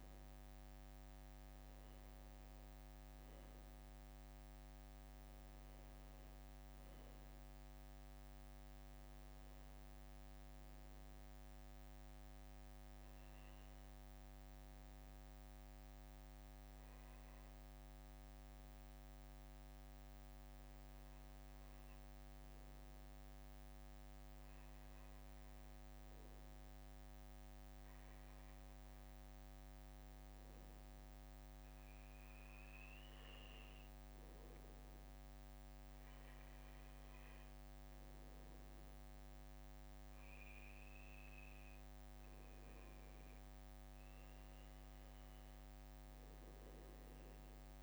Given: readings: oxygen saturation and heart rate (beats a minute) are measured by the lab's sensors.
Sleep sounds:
breathing in sleep, hard to hear, by a microphone on the trachea; none
none scored
From the record:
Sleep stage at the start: N2 (light sleep); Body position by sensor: on the back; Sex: male

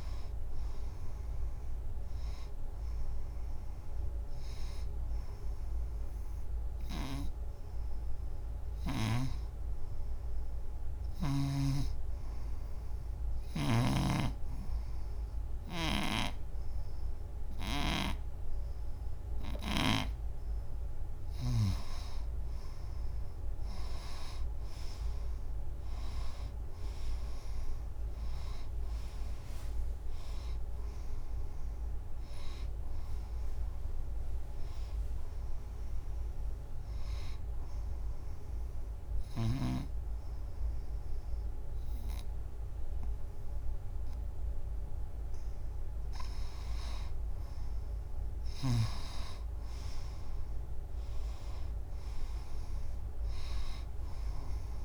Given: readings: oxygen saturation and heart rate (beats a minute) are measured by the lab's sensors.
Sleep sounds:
breathing in sleep by a room microphone; 2
0.00-14.00 s: oxygen desaturation (device-marked, oxygen 87% lowest, heart rate 82 extreme)
11.50-22.50 s: obstructive apnea (oxygen 98% before, 88% lowest, heart rate 86 before, 82 extreme, up 13 after)
13.50-21.50 s: snoring (device-marked)
24.00-27.50 s: arousal
26.00-40.00 s: oxygen desaturation (device-marked, oxygen 96% before, 88% lowest, heart rate 85 before, 78 extreme)
37.00-47.50 s: obstructive apnea (oxygen 96% before, 87% lowest, heart rate 90 before, 75 extreme, up 10 after)
49.00-52.50 s: arousal
52.00-54.85 s: oxygen desaturation (device-marked, oxygen 96% before, 88% lowest, heart rate 90 before, 74 extreme)
From the record:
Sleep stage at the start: N2 (light sleep); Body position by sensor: on the front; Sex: female

